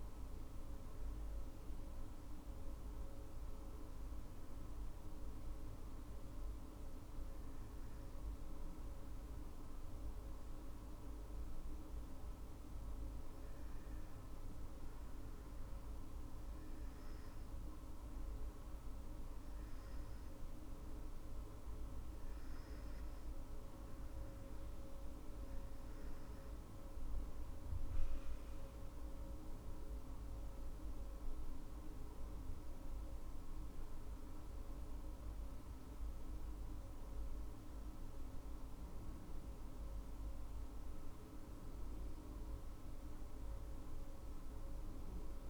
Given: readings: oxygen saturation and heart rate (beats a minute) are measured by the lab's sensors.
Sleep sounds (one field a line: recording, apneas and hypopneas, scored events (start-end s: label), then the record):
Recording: breathing in sleep, hard to hear, by a room microphone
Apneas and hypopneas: none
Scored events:
24.50-45.50 s: new sleep stage, N2 (light sleep)
From the record:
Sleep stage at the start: N1 (lightest sleep)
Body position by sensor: on the back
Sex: female